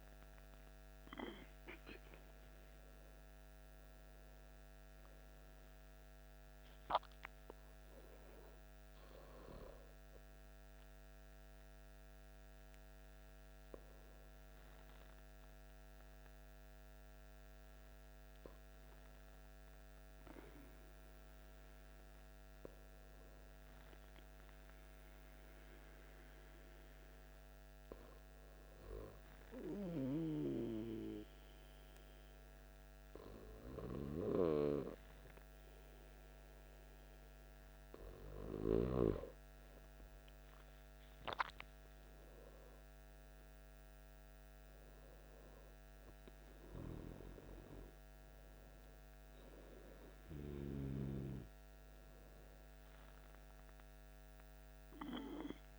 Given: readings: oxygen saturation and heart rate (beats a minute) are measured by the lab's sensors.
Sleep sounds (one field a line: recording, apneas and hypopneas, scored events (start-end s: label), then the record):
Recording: breathing in sleep by a microphone on the trachea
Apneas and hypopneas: 1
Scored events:
3.00-8.00 s: arousal
24.50-38.50 s: hypopnea (oxygen 99% before, 96% lowest, heart rate 57 before, 54 extreme, up 8 after)
41.00-43.50 s: arousal
From the record:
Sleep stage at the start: N2 (light sleep)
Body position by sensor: on the back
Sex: male